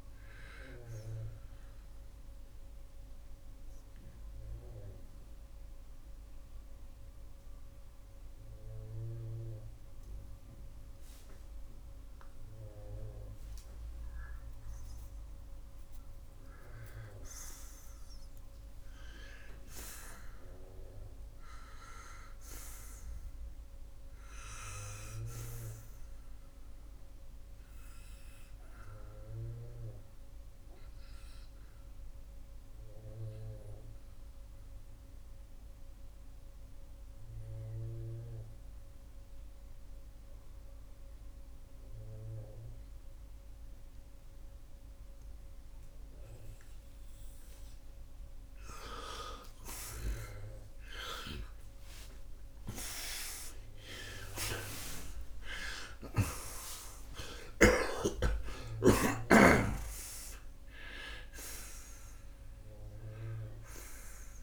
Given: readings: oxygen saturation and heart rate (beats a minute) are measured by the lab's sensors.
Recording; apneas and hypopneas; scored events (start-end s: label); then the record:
breathing in sleep by a room microphone; 2
1.50-13.50 s: obstructive apnea (oxygen 92% before, 85% lowest, heart rate 92 before, 77 extreme, up 18 after)
13.00-34.00 s: oxygen desaturation (device-marked, oxygen 92% before, 85% lowest, heart rate 88 before, 68 extreme)
15.00-18.50 s: arousal
27.50-48.50 s: obstructive apnea (oxygen 92% before, 84% lowest, heart rate 85 before, 68 extreme, up 30 after)
42.00-53.00 s: oxygen desaturation (device-marked, oxygen 95% before, 90% lowest, heart rate 86 before, 72 extreme)
50.00-53.50 s: arousal
From the record:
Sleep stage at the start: N2 (light sleep); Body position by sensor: on the right side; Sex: male